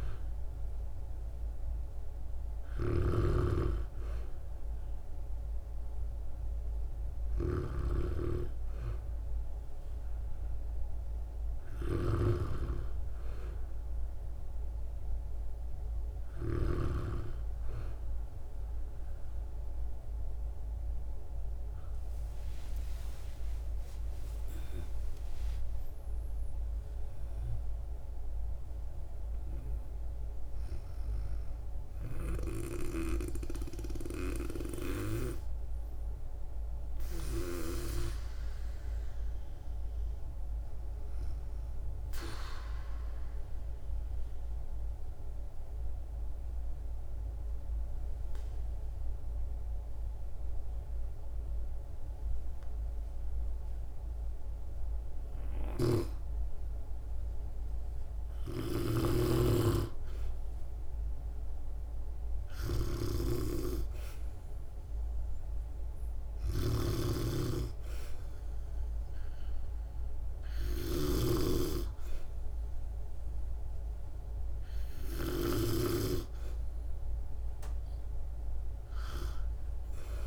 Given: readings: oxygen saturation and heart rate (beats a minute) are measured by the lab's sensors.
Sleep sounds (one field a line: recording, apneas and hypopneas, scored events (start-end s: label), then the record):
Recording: breathing in sleep by a room microphone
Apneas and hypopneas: 1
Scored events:
0.00-3.00 s: snoring (device-marked)
0.00-6.00 s: oxygen desaturation (device-marked, oxygen 92% lowest, heart rate 58 extreme)
22.00-26.00 s: arousal
42.50-55.00 s: obstructive apnea (oxygen 98% before, 93% lowest, heart rate 66 before, 56 extreme, up 5 after)
55.50-75.50 s: snoring (device-marked)
57.00-60.00 s: arousal
57.00-78.00 s: oxygen desaturation (device-marked, oxygen 98% before, 93% lowest, heart rate 58 before, 56 extreme)
From the record:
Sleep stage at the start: N2 (light sleep)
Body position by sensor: on the back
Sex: female